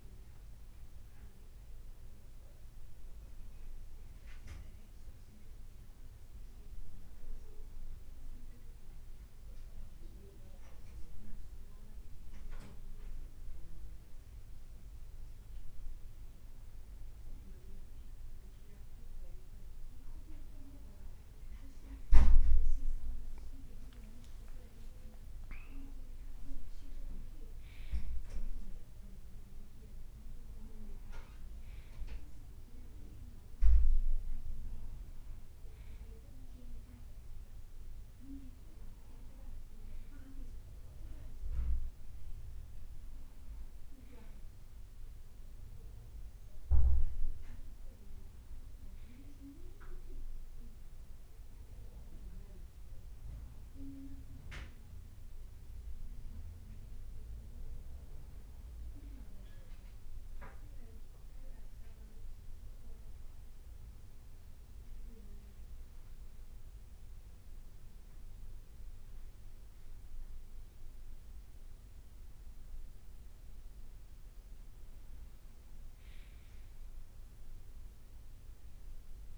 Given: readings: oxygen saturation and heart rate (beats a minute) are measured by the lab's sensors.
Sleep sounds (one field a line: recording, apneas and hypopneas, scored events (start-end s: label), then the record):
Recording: breathing in sleep by a room microphone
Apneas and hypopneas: 1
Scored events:
23.00-25.50 s: leg movement (device-marked)
60.50-79.38 s: new sleep stage, N2 (light sleep)
63.00-74.00 s: central apnea (oxygen 97% before, 92% lowest, heart rate 58 before, 54 extreme, up 3 after)
69.50-79.38 s: oxygen desaturation (device-marked, oxygen 96% before, 92% lowest, heart rate 57 before, 55 extreme)
76.50-79.38 s: arousal
From the record:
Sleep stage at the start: N1 (lightest sleep)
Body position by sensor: on the back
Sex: male